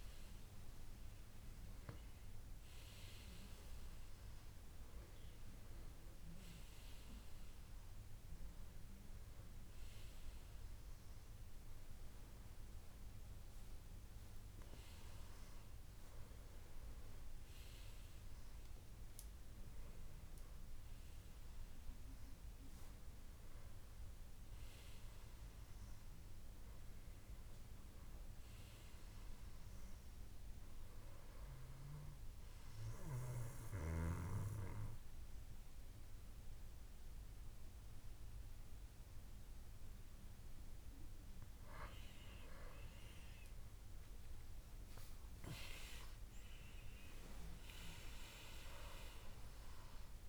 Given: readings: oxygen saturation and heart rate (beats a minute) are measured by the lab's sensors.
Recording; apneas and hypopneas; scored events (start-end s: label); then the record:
breathing in sleep by a room microphone; 1
2.00-5.50 s: arousal
33.50-43.50 s: central apnea (oxygen 96% before, 93% lowest, heart rate 79 before, 71 extreme, up 13 after)
45.50-48.50 s: arousal
From the record:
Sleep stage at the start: N2 (light sleep); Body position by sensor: on the back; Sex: male